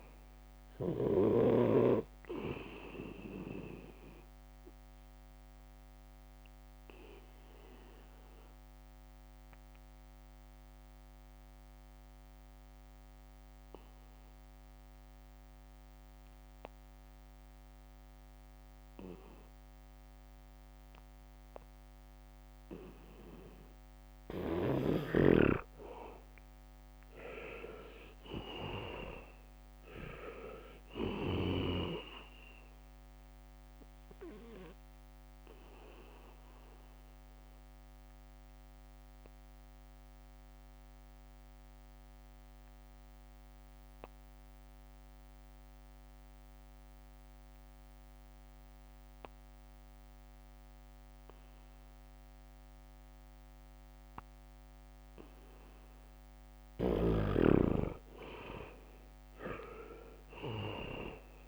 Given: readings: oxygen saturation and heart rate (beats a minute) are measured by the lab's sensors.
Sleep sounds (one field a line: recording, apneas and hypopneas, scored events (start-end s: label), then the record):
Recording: breathing in sleep by a microphone on the trachea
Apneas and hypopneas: 2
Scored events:
0.00-1.50 s: snoring (device-marked)
0.00-21.50 s: oxygen desaturation (device-marked, oxygen 80% lowest, heart rate 68 extreme)
5.50-24.00 s: obstructive apnea (oxygen 99% before, 80% lowest, heart rate 72 before, 68 extreme, up 2 after)
20.00-23.50 s: leg movement (device-marked)
23.50-49.50 s: oxygen desaturation (device-marked, oxygen 99% before, 82% lowest, heart rate 73 before, 69 extreme)
24.50-29.00 s: leg movement (device-marked)
26.50-30.50 s: arousal
29.50-33.00 s: leg movement (device-marked)
35.00-57.00 s: obstructive apnea (oxygen 99% before, 80% lowest, heart rate 72 before, 69 extreme, up 4 after)
53.50-56.00 s: leg movement (device-marked)
55.50-61.48 s: oxygen desaturation (device-marked, oxygen 98% before, 81% lowest, heart rate 73 before, 69 extreme)
59.50-61.48 s: arousal
From the record:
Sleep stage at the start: N2 (light sleep)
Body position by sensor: on the back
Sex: male